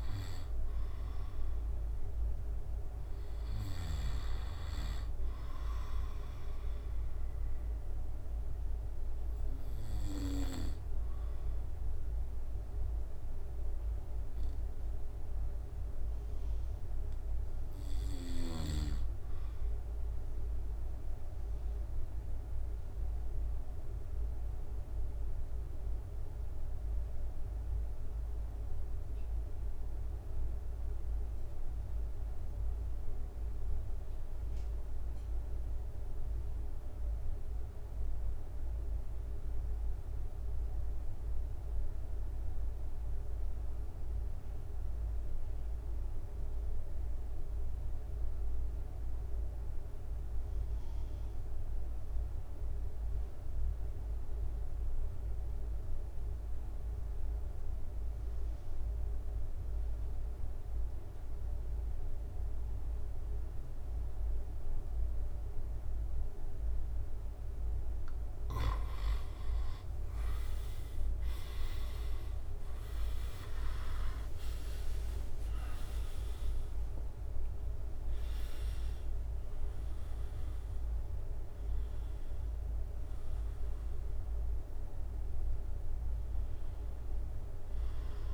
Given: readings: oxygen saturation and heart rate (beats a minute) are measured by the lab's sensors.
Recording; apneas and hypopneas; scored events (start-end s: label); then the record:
breathing in sleep, hard to hear, by a room microphone; 1
0.00-5.00 s: oxygen desaturation (device-marked, oxygen 92% lowest, heart rate 68 extreme)
8.00-65.00 s: obstructive apnea (oxygen 96% before, 80% lowest, heart rate 69 before, 64 extreme, up 12 after)
31.00-88.34 s: oxygen desaturation (device-marked, oxygen 95% before, 80% lowest, heart rate 70 before, 64 extreme)
38.00-88.34 s: new sleep stage, REM sleep
72.00-77.00 s: arousal
72.00-78.00 s: tachycardia (device-marked, heart rate 73 before, 118 extreme)
73.00-87.00 s: drop in pulse transit time (device-marked, heart rate 68 before, 83 extreme)
74.00-76.00 s: long interval between heartbeats (device-marked, heart rate 68 before, 98 extreme)
From the record:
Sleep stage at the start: N2 (light sleep); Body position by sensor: on the back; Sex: male